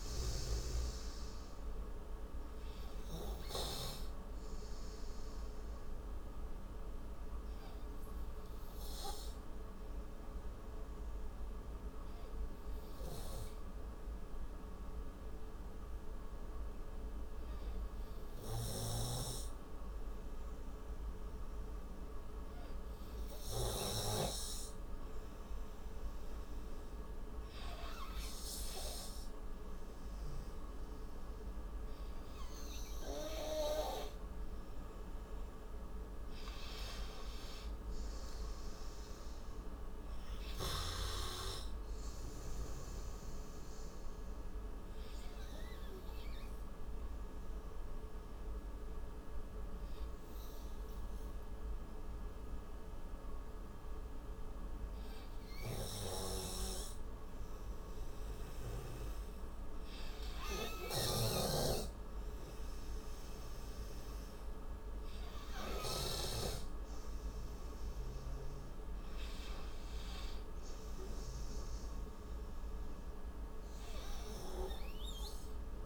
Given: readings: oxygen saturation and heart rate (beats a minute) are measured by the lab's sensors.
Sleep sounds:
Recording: breathing in sleep by a room microphone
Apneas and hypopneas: 2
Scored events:
0.00-10.50 s: oxygen desaturation (device-marked, oxygen 92% lowest, heart rate 55 extreme)
7.50-33.00 s: obstructive apnea (oxygen 96% before, 92% lowest, heart rate 67 before, 55 extreme, up 23 after)
30.50-40.50 s: oxygen desaturation (device-marked, oxygen 99% before, 93% lowest, heart rate 59 before, 56 extreme)
34.00-36.00 s: arousal
45.00-57.50 s: obstructive apnea (oxygen 99% before, 92% lowest, heart rate 71 before, 54 extreme, up 5 after)
58.50-61.50 s: arousal
66.50-73.50 s: oxygen desaturation (device-marked, oxygen 98% before, 92% lowest, heart rate 60 before, 54 extreme)
From the record:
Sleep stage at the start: N2 (light sleep)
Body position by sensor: on the right side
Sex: male

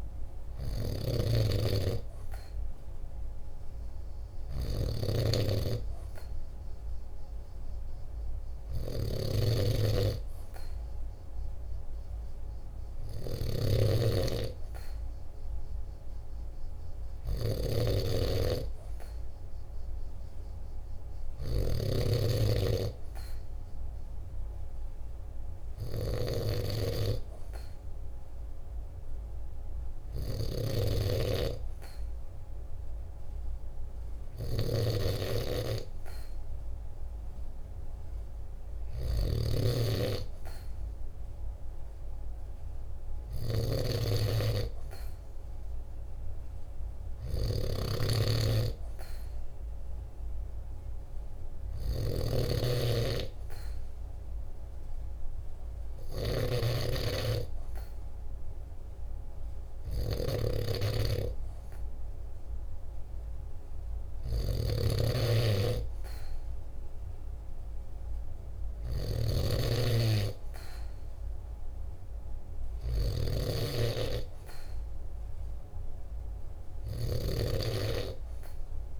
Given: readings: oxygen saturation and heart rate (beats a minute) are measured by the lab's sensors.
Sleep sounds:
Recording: breathing in sleep by a room microphone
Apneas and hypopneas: none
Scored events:
0.00-78.99 s: snoring (device-marked)
From the record:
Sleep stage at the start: N2 (light sleep)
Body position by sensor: on the right side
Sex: male

